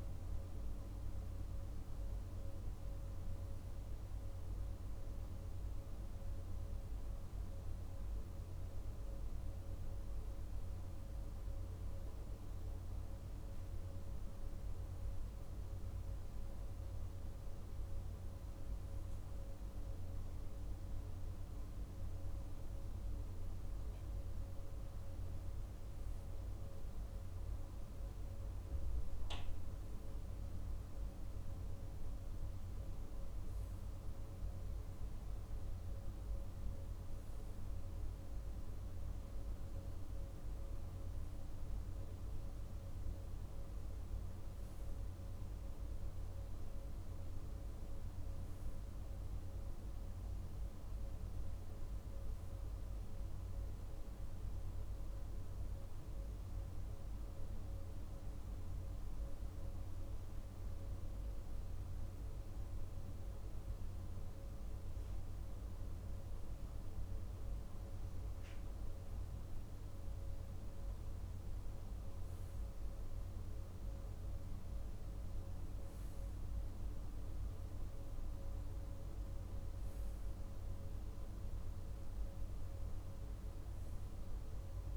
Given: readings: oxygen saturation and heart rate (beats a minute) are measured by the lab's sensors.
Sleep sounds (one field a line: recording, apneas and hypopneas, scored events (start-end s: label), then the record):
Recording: breathing in sleep, hard to hear, by a room microphone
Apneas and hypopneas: none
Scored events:
63.00-84.97 s: new sleep stage, REM sleep
From the record:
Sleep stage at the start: N2 (light sleep)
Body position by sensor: on the right side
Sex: male